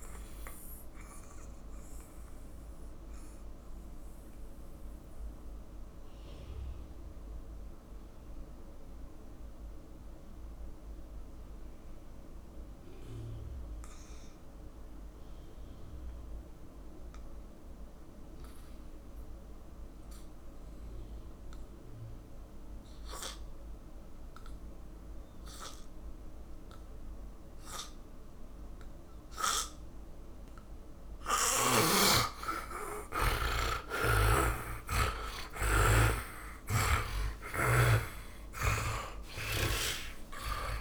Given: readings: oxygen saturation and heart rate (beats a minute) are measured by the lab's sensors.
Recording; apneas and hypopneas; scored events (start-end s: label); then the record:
breathing in sleep by a room microphone; 1
0.00-22.50 s: oxygen desaturation (device-marked, oxygen 77% lowest, heart rate 51 extreme)
0.50-30.50 s: mixed apnea (oxygen 100% before, 77% lowest, heart rate 61 before, 52 extreme, up 18 after)
27.50-40.81 s: oxygen desaturation (device-marked, oxygen 100% before, 78% lowest, heart rate 55 before, 46 extreme)
33.00-39.00 s: arousal
36.50-40.00 s: snoring (device-marked)
36.50-40.81 s: tachycardia (device-marked, heart rate 65 before, 143 extreme)
From the record:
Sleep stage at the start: N2 (light sleep); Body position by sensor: on the back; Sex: male